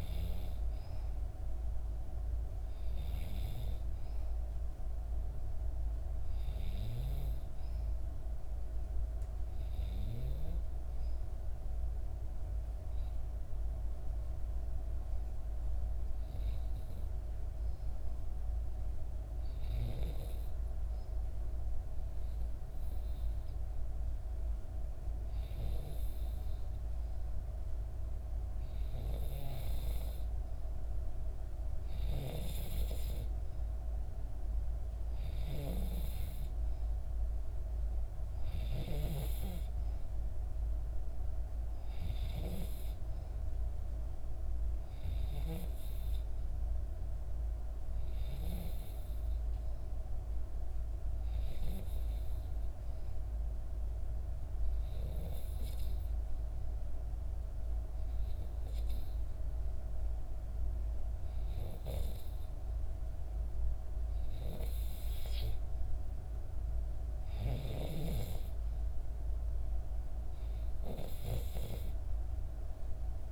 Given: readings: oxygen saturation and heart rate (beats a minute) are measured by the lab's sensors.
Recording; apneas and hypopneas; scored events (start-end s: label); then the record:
breathing in sleep by a room microphone; 2
0.00-13.50 s: oxygen desaturation (device-marked, oxygen 90% lowest, heart rate 59 extreme)
13.00-28.50 s: obstructive apnea (oxygen 96% before, 92% lowest, heart rate 62 before, 59 extreme, up 0 after)
28.50-55.50 s: oxygen desaturation (device-marked, oxygen 97% before, 92% lowest, heart rate 60 before, 60 extreme)
30.50-34.00 s: arousal
51.50-64.50 s: obstructive apnea (oxygen 96% before, 92% lowest, heart rate 60 before, 59 extreme, up 2 after)
66.50-69.50 s: arousal
From the record:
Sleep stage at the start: N2 (light sleep); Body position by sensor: on the back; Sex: female